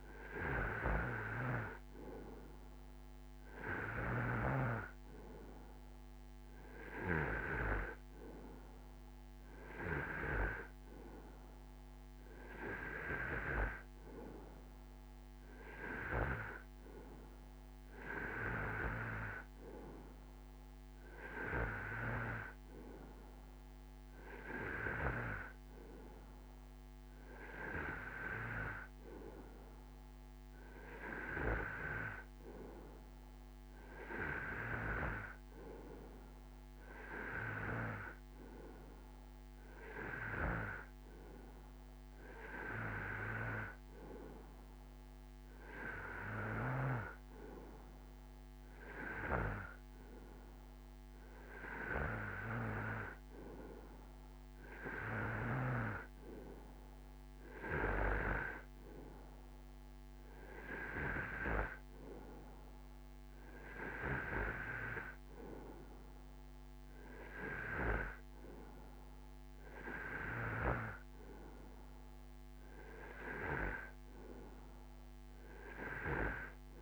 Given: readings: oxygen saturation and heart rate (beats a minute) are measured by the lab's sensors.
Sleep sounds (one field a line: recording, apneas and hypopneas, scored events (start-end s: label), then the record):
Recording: breathing in sleep by a microphone on the trachea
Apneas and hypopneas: none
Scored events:
none scored
From the record:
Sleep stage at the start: N2 (light sleep)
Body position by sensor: on the right side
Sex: male